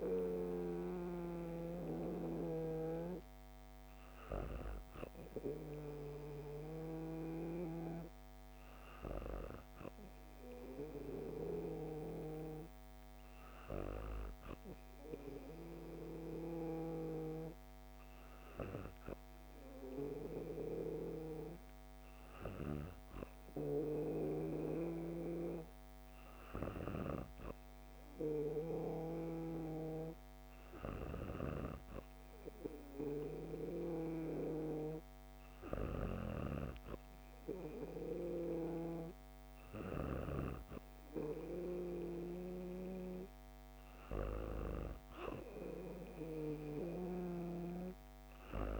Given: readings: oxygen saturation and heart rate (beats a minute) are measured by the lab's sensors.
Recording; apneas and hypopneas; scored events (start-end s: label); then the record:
breathing in sleep by a microphone on the trachea; none
none scored
From the record:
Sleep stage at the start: N2 (light sleep); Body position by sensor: on the back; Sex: female